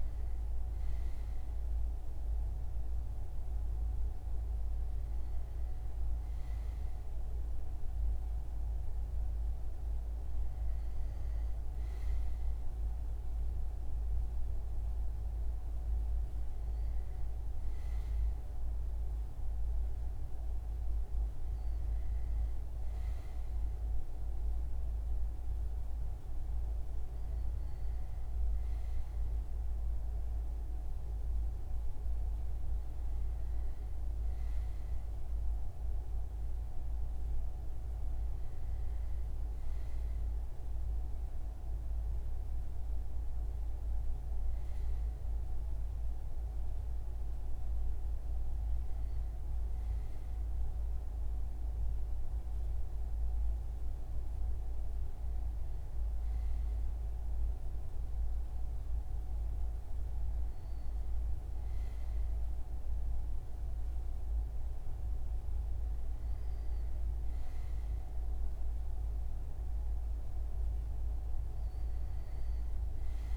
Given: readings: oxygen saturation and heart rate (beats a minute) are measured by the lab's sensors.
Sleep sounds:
breathing in sleep, hard to hear, by a room microphone; none
none scored
From the record:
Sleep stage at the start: N2 (light sleep); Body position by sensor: on the front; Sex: male

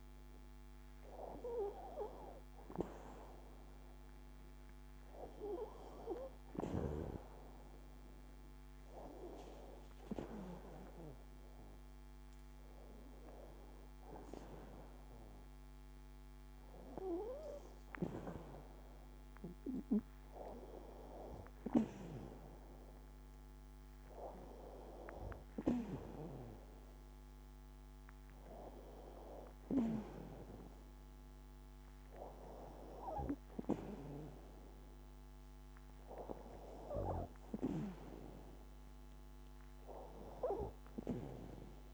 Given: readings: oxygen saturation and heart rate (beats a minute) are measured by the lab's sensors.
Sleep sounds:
a person awake in a sleep study, by a microphone on the trachea; none
none scored
From the record:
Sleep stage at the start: awake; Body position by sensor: on the back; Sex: female

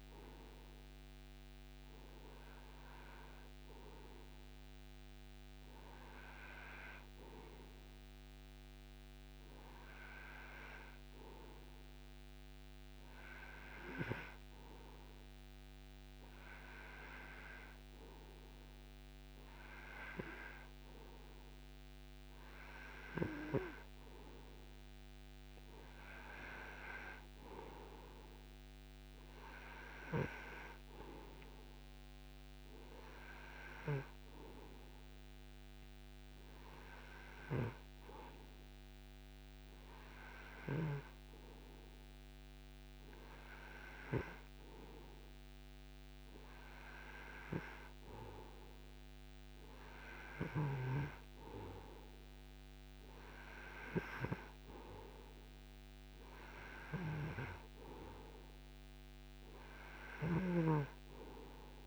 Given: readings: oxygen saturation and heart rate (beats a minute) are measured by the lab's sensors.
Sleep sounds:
breathing in sleep by a microphone on the trachea; none
none scored
From the record:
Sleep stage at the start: N2 (light sleep); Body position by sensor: on the right side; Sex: male

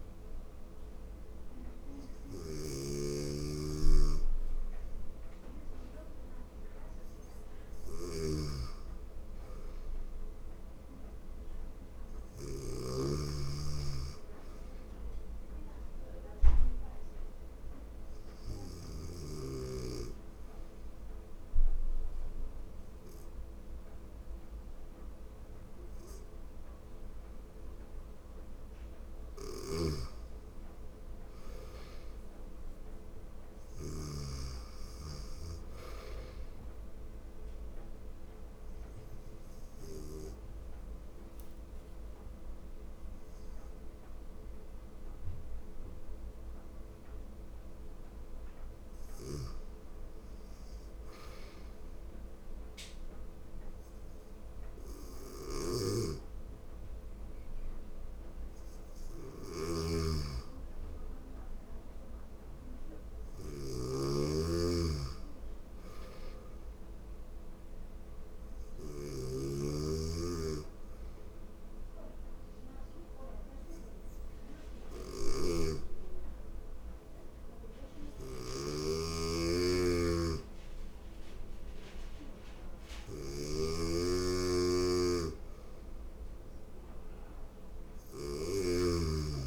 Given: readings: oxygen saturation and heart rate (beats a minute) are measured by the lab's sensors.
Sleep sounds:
breathing in sleep by a room microphone; 3
0.00-12.00 s: snoring (device-marked)
16.00-27.00 s: obstructive apnea (oxygen 95% before, 89% lowest, heart rate 83 before, 80 extreme, up 0 after)
28.50-32.50 s: arousal
29.00-33.50 s: snoring (device-marked)
37.00-48.00 s: mixed apnea (oxygen 95% before, 89% lowest, heart rate 82 before, 80 extreme, up 0 after)
37.50-50.50 s: oxygen desaturation (device-marked, oxygen 95% before, 89% lowest, heart rate 82 before, 80 extreme)
55.00-68.50 s: snoring (device-marked)
55.50-59.50 s: arousal
69.50-81.00 s: hypopnea (oxygen 96% before, 90% lowest, heart rate 81 before, 80 extreme)
74.50-89.46 s: snoring (device-marked)
85.50-89.00 s: arousal
From the record:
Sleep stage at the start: N2 (light sleep); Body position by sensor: on the right side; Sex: female

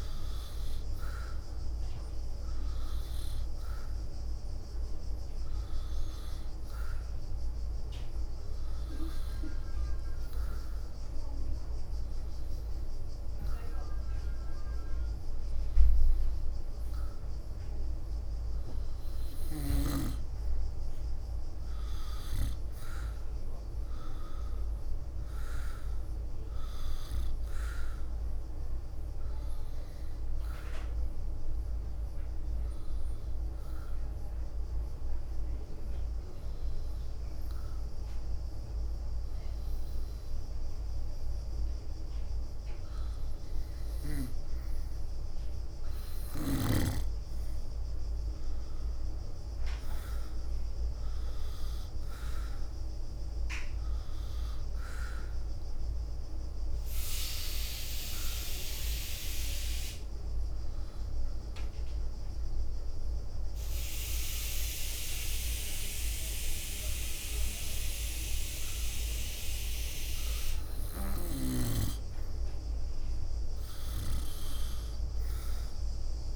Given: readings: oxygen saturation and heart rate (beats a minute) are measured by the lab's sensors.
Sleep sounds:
breathing in sleep by a room microphone; 3
0.00-2.50 s: arousal
0.00-7.50 s: leg movement (device-marked)
8.50-20.00 s: hypopnea (oxygen 96% before, 89% lowest, heart rate 71 before, 62 extreme, up 8 after)
16.50-20.00 s: leg movement (device-marked)
21.50-24.50 s: arousal
22.50-30.00 s: leg movement (device-marked)
27.50-44.50 s: oxygen desaturation (device-marked, oxygen 93% before, 89% lowest, heart rate 71 before, 59 extreme)
31.00-42.00 s: hypopnea (oxygen 96% before, 89% lowest, heart rate 71 before, 59 extreme, up 12 after)
38.00-41.00 s: leg movement (device-marked)
44.00-51.50 s: leg movement (device-marked)
48.00-51.50 s: arousal
53.00-62.00 s: leg movement (device-marked)
54.50-71.50 s: oxygen desaturation (device-marked, oxygen 95% before, 90% lowest, heart rate 69 before, 59 extreme)
56.50-67.50 s: hypopnea (oxygen 95% before, 89% lowest, heart rate 70 before, 59 extreme, up 13 after)
71.50-74.00 s: arousal
From the record:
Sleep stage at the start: N2 (light sleep); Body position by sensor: on the back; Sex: female

